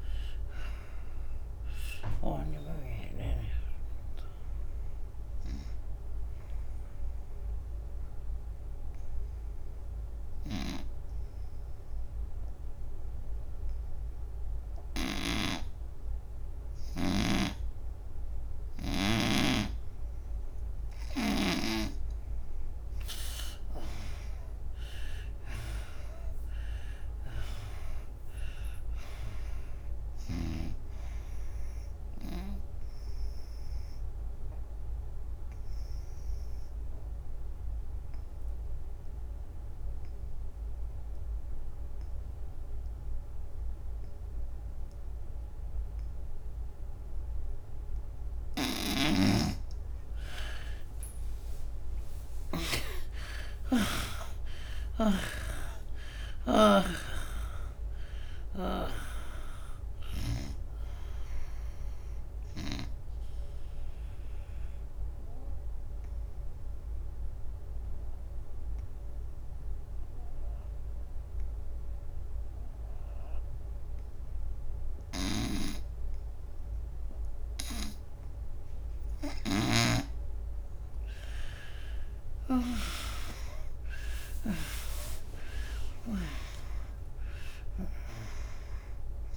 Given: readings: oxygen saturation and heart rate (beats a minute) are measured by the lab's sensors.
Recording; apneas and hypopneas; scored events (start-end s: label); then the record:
breathing in sleep by a room microphone; 3
0.00-20.00 s: oxygen desaturation (device-marked, oxygen 75% lowest, heart rate 74 extreme)
4.50-21.50 s: obstructive apnea (oxygen 98% before, 75% lowest, heart rate 88 before, 74 extreme, up 15 after)
15.00-19.00 s: snoring (device-marked)
23.50-27.00 s: arousal
29.00-39.00 s: oxygen desaturation (device-marked, oxygen 99% before, 84% lowest, heart rate 78 before, 75 extreme)
32.50-48.00 s: obstructive apnea (oxygen 99% before, 77% lowest, heart rate 80 before, 74 extreme, up 11 after)
50.00-53.50 s: arousal
50.00-70.00 s: oxygen desaturation (device-marked, oxygen 96% before, 77% lowest, heart rate 86 before, 73 extreme)
62.50-77.00 s: obstructive apnea (oxygen 96% before, 76% lowest, heart rate 86 before, 73 extreme, up 24 after)
79.50-83.00 s: arousal
From the record:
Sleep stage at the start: N2 (light sleep); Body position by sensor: on the right side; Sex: female